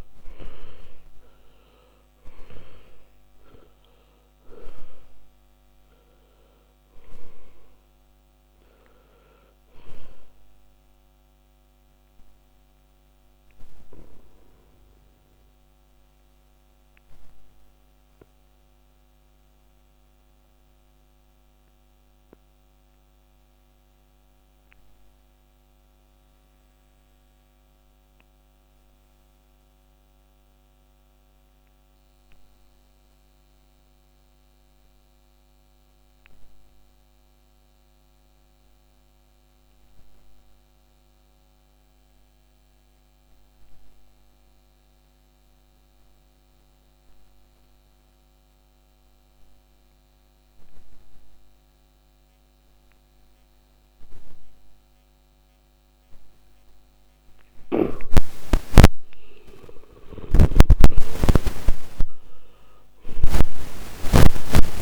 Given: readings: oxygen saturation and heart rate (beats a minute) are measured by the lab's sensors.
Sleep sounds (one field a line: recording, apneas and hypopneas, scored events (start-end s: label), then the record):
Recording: breathing in sleep by a microphone on the trachea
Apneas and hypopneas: 1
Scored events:
0.00-46.50 s: oxygen desaturation (device-marked, oxygen 78% lowest, heart rate 48 extreme)
15.00-58.00 s: obstructive apnea (oxygen 98% before, 72% lowest, heart rate 68 before, 48 extreme, up 26 after)
59.50-64.50 s: arousal
From the record:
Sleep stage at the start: N2 (light sleep)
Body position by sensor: on the back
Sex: male